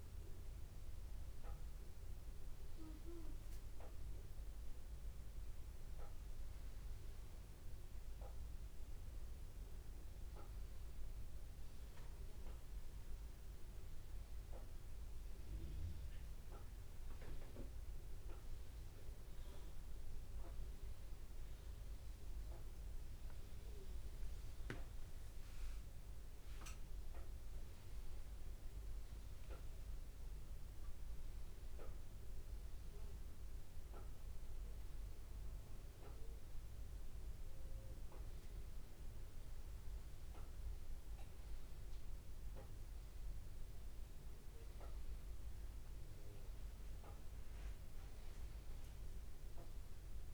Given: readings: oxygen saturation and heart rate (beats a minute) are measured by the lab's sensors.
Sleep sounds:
breathing in sleep by a room microphone; none
2.00-7.00 s: arousal
4.00-6.00 s: long interval between heartbeats (device-marked, heart rate 100 before, 100 extreme)
16.50-18.50 s: long interval between heartbeats (device-marked, heart rate 100 before, 100 extreme)
40.50-42.50 s: long interval between heartbeats (device-marked, heart rate 102 before, 99 extreme)
47.00-49.00 s: long interval between heartbeats (device-marked, heart rate 100 before, 106 extreme)
From the record:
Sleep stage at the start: N2 (light sleep); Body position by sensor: upright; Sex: male

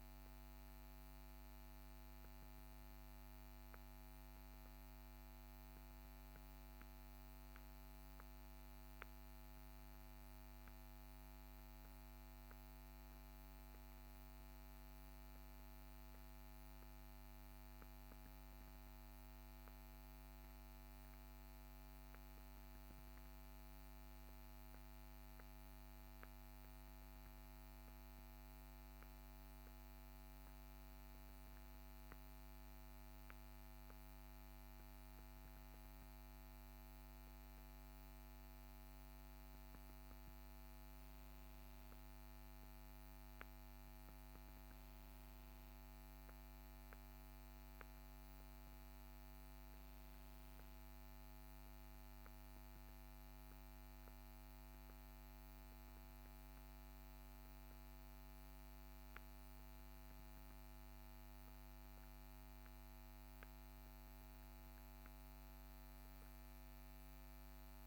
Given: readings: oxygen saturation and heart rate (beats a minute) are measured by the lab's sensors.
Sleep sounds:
a person partly awake in a sleep study, hard to hear, by a microphone on the trachea; none
4.00-67.87 s: new sleep stage, N1 (lightest sleep)
From the record:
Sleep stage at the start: awake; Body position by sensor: on the back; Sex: male

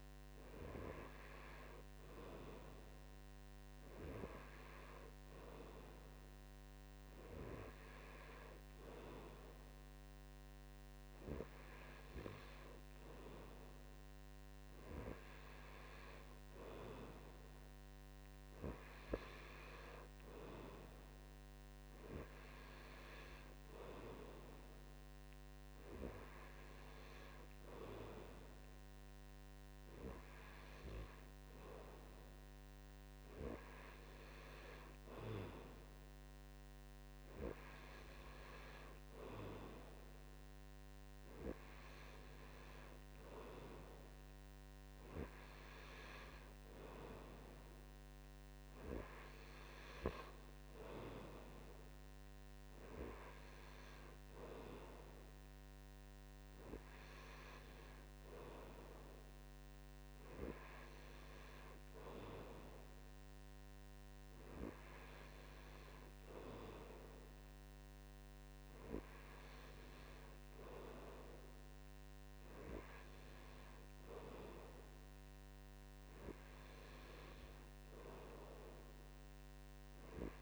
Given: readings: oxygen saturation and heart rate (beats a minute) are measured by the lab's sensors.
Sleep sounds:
breathing in sleep by a microphone on the trachea; none
none scored
From the record:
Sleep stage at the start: N2 (light sleep); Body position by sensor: on the right side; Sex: male

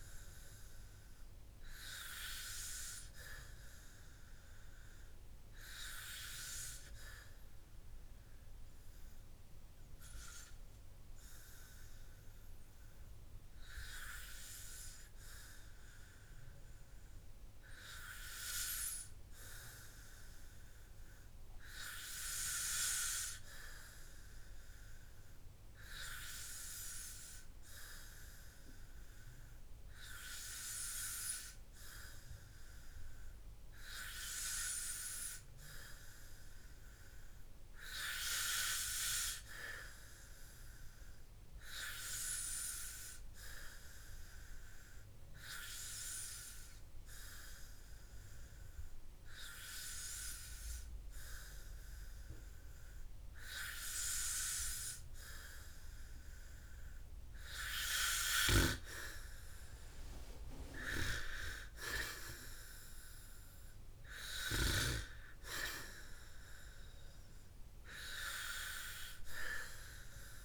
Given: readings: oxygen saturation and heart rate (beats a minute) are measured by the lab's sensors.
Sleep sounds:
breathing in sleep by a room microphone; 1
7.00-56.00 s: hypopnea (oxygen 96% before, 92% lowest, heart rate 67 before, 52 extreme, up 5 after)
60.00-63.50 s: arousal
From the record:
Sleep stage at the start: N2 (light sleep); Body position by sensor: on the back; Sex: male

